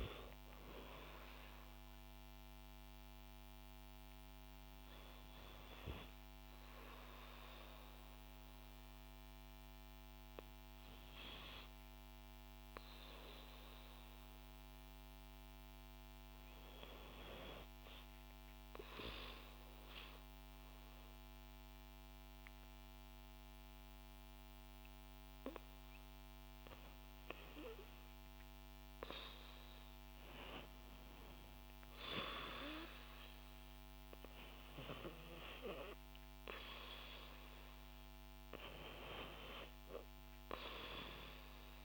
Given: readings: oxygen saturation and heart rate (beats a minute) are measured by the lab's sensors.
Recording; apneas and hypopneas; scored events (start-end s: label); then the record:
breathing in sleep by a microphone on the trachea; 1
5.00-41.84 s: new sleep stage, REM sleep
18.50-29.00 s: obstructive apnea (oxygen 96% before, 86% lowest, heart rate 58 before, 60 extreme, up 7 after)
21.00-41.84 s: oxygen desaturation (device-marked, oxygen 96% before, 91% lowest, heart rate 58 before, 62 extreme)
30.50-34.00 s: arousal
From the record:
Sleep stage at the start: N2 (light sleep); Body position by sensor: on the back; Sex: female